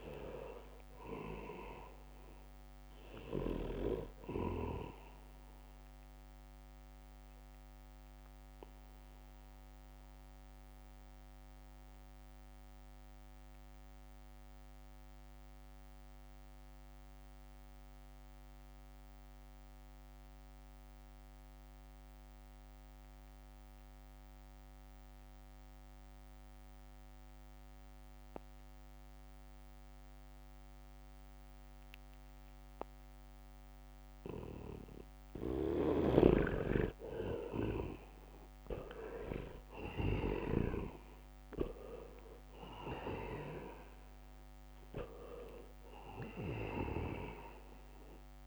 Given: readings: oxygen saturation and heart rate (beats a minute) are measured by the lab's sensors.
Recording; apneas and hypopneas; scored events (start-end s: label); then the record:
breathing in sleep by a microphone on the trachea; 1
0.00-18.50 s: oxygen desaturation (device-marked, oxygen 81% lowest, heart rate 64 extreme)
6.50-34.00 s: mixed apnea (oxygen 98% before, 80% lowest, heart rate 68 before, 67 extreme, up 1 after)
31.50-48.47 s: oxygen desaturation (device-marked, oxygen 99% before, 80% lowest, heart rate 72 before, 67 extreme)
36.00-41.00 s: snoring (device-marked)
37.00-42.00 s: arousal
From the record:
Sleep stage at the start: N2 (light sleep); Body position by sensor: on the back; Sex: male